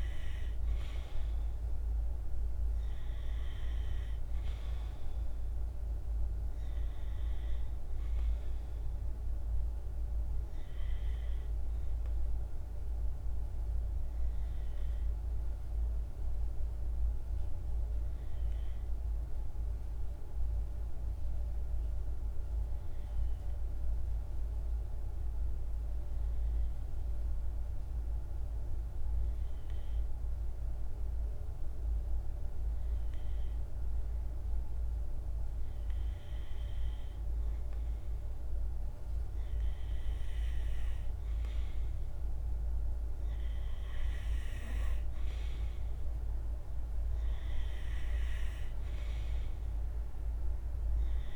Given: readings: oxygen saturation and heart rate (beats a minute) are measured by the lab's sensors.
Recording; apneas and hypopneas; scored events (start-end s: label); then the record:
breathing in sleep, hard to hear, by a room microphone; 1
0.00-7.50 s: oxygen desaturation (device-marked, oxygen 93% lowest, heart rate 52 extreme)
12.00-15.50 s: arousal
19.00-32.00 s: hypopnea (oxygen 96% before, 93% lowest, heart rate 53 before, 52 extreme, up 2 after)
33.50-37.00 s: arousal
37.50-51.35 s: oxygen desaturation (device-marked, oxygen 96% before, 93% lowest, heart rate 53 before, 52 extreme)
From the record:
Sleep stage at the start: N2 (light sleep); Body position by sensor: on the right side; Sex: male